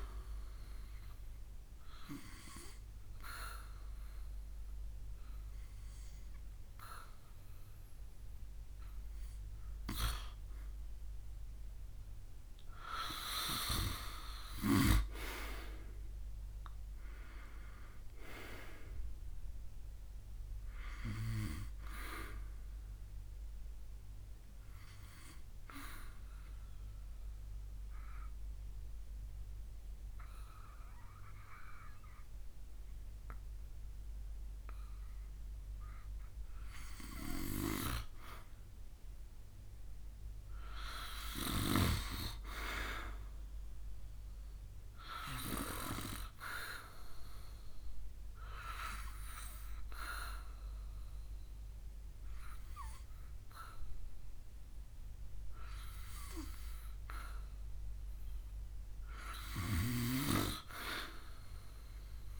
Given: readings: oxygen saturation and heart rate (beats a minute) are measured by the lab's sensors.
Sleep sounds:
breathing in sleep by a room microphone; 3
0.00-16.00 s: oxygen desaturation (device-marked, oxygen 90% lowest, heart rate 67 extreme)
1.50-11.50 s: obstructive apnea (oxygen 95% before, 90% lowest, heart rate 71 before, 68 extreme, up 11 after)
16.50-20.00 s: arousal
24.50-36.50 s: obstructive apnea (oxygen 95% before, 91% lowest, heart rate 73 before, 65 extreme, up 1 after)
39.00-42.50 s: arousal
46.50-56.50 s: obstructive apnea (oxygen 94% before, 90% lowest, heart rate 68 before, 65 extreme, up 7 after)
59.50-62.40 s: arousal
From the record:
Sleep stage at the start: N2 (light sleep); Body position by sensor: on the back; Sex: male

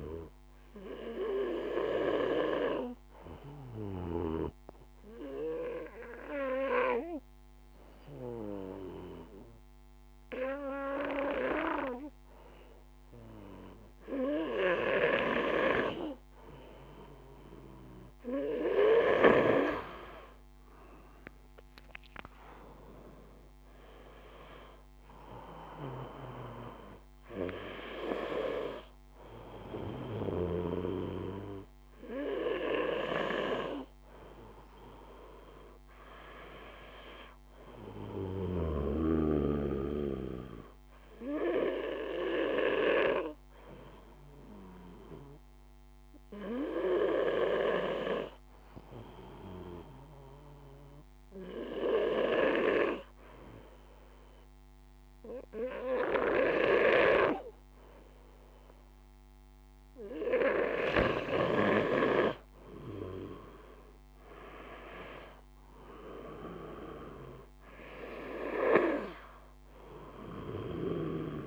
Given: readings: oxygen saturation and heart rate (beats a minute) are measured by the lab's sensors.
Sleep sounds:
breathing in sleep by a microphone on the trachea; 2
0.00-3.50 s: snoring (device-marked)
0.00-6.00 s: oxygen desaturation (device-marked, oxygen 93% lowest, heart rate 52 extreme)
2.00-15.00 s: obstructive apnea (oxygen 96% before, 93% lowest, heart rate 52 before, 52 extreme, up 3 after)
20.00-23.00 s: arousal
27.00-49.00 s: oxygen desaturation (device-marked, oxygen 96% before, 93% lowest, heart rate 54 before, 50 extreme)
41.50-58.00 s: hypopnea (oxygen 96% before, 93% lowest, heart rate 54 before, 50 extreme, up 1 after)
64.50-68.00 s: arousal
69.00-71.47 s: oxygen desaturation (device-marked, oxygen 96% before, 93% lowest, heart rate 52 before, 50 extreme)
From the record:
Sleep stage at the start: N2 (light sleep); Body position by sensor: on the back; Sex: male

